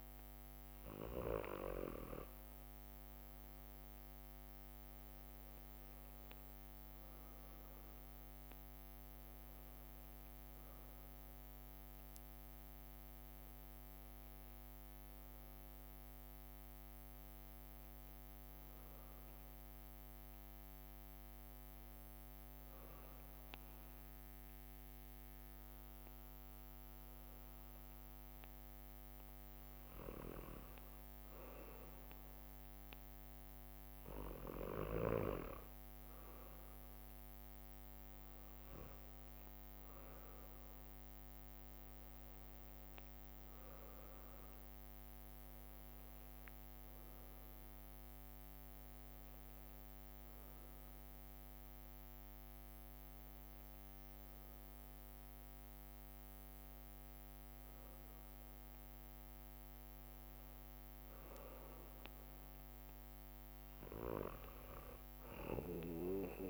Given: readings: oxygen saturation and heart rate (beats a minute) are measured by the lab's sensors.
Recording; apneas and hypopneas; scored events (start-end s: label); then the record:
breathing in sleep by a microphone on the trachea; none
7.00-66.50 s: new sleep stage, N2 (light sleep)
39.50-43.50 s: leg movement (device-marked)
46.00-51.50 s: leg movement (device-marked)
48.50-53.00 s: arousal
From the record:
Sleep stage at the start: N1 (lightest sleep); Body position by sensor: on the back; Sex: male